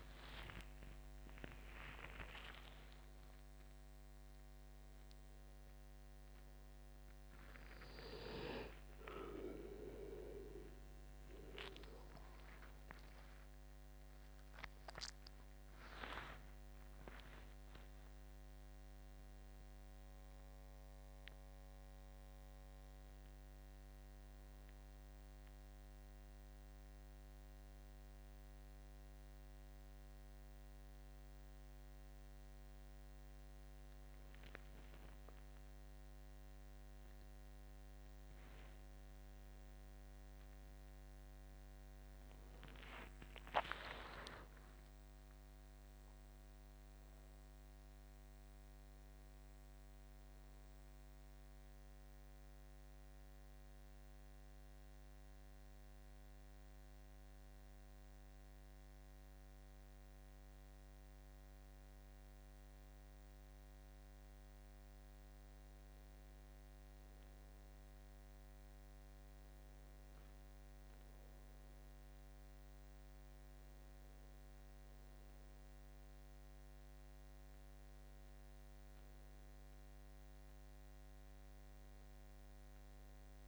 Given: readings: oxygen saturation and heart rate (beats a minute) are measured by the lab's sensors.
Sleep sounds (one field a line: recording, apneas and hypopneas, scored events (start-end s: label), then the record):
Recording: breathing in sleep by a microphone on the trachea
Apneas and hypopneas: 1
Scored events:
0.00-1.50 s: arousal
44.50-48.00 s: arousal
50.50-63.00 s: hypopnea (oxygen 99% before, 91% lowest, heart rate 78 before, 79 extreme, up 1 after)
52.50-67.50 s: oxygen desaturation (device-marked, oxygen 98% before, 93% lowest, heart rate 79 before, 79 extreme)
68.50-72.00 s: arousal
73.50-83.48 s: oxygen desaturation (device-marked, oxygen 95% before, 91% lowest, heart rate 81 before, 79 extreme)
74.50-83.48 s: new sleep stage, N1 (lightest sleep)
From the record:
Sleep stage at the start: N2 (light sleep)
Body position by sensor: on the back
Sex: male